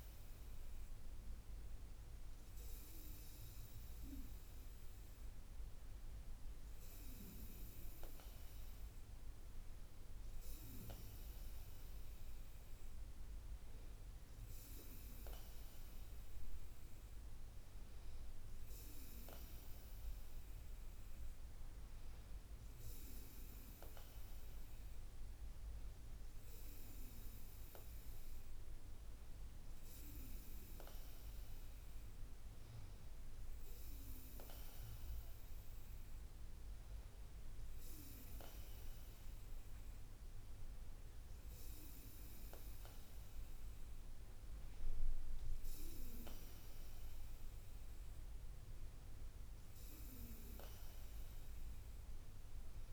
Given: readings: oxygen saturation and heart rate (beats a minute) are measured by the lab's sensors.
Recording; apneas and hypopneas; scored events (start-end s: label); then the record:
breathing in sleep by a room microphone; none
none scored
From the record:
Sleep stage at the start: N2 (light sleep); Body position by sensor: on the back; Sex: female